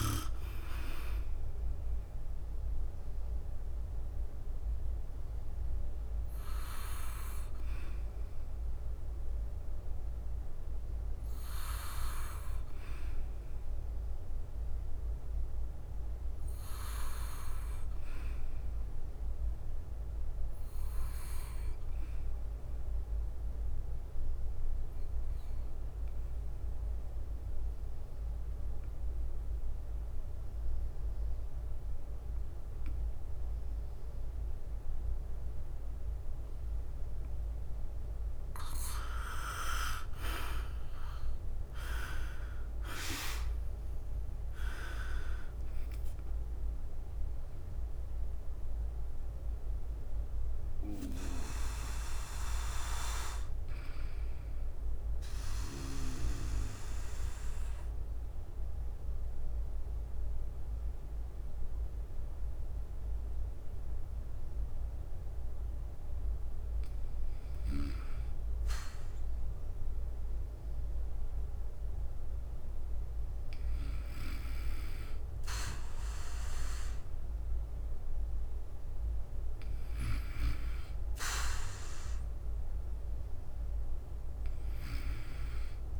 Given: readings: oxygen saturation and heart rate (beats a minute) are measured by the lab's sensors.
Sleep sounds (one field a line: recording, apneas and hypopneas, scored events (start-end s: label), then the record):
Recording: breathing in sleep by a room microphone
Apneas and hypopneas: 2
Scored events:
0.00-42.00 s: bradycardia (device-marked, heart rate 48 extreme)
11.00-18.00 s: oxygen desaturation (device-marked, oxygen 97% before, 92% lowest, heart rate 58 before, 48 extreme)
21.00 s: drop in pulse transit time (device-marked)
22.00-38.50 s: obstructive apnea (oxygen 97% before, 95% lowest, heart rate 58 before, 48 extreme, up 15 after)
23.00-35.00 s: drop in pulse transit time (device-marked, heart rate 58 before, 52 extreme)
41.50-45.00 s: arousal
45.00-55.00 s: drop in pulse transit time (device-marked, heart rate 53 before, 54 extreme)
47.00-86.00 s: bradycardia (device-marked, heart rate 57 before, 50 extreme)
55.00-66.00 s: central apnea (oxygen 97% before, 95% lowest, heart rate 56 before, 54 extreme, up 1 after)
69.00-73.50 s: arousal
From the record:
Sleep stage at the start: N2 (light sleep)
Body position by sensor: on the back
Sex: male